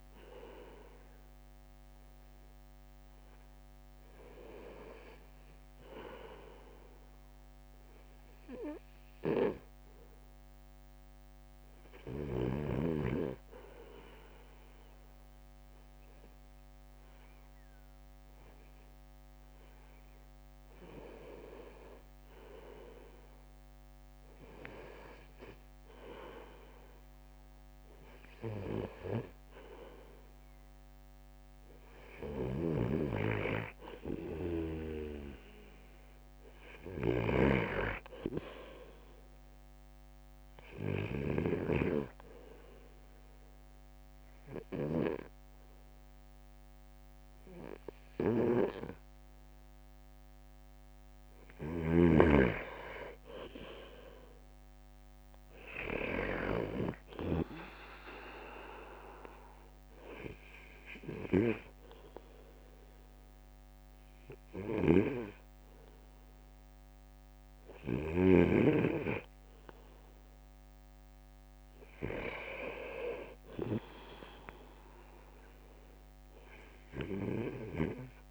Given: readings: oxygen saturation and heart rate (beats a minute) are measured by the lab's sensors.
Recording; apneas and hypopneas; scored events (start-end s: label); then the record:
breathing in sleep by a microphone on the trachea; 2
7.00-23.00 s: oxygen desaturation (device-marked, oxygen 98% before, 95% lowest)
8.50-20.50 s: hypopnea (oxygen 99% before, 95% lowest)
31.50-36.00 s: arousal
32.50-52.00 s: snoring (device-marked)
42.50-53.00 s: obstructive apnea (oxygen 97% before, 95% lowest)
55.00-58.50 s: arousal
64.50-68.50 s: snoring (device-marked)
From the record:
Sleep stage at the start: N2 (light sleep); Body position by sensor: on the right side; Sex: male